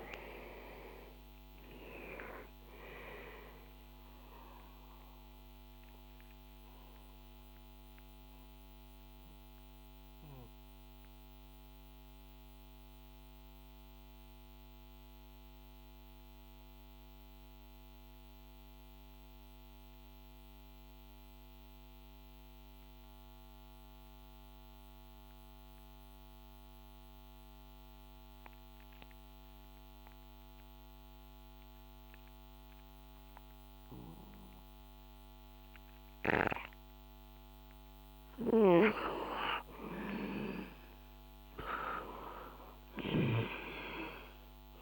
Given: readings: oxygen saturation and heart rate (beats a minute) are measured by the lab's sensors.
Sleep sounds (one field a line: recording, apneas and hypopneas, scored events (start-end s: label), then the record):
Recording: breathing in sleep by a microphone on the trachea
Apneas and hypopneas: 1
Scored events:
0.00-19.50 s: oxygen desaturation (device-marked, oxygen 90% lowest, heart rate 59 extreme)
5.00-37.00 s: mixed apnea (oxygen 97% before, 89% lowest, heart rate 66 before, 58 extreme, up 4 after)
36.50-44.82 s: oxygen desaturation (device-marked, oxygen 97% before, 89% lowest, heart rate 62 before, 58 extreme)
39.50-44.50 s: arousal
From the record:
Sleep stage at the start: N2 (light sleep)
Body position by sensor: on the back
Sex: male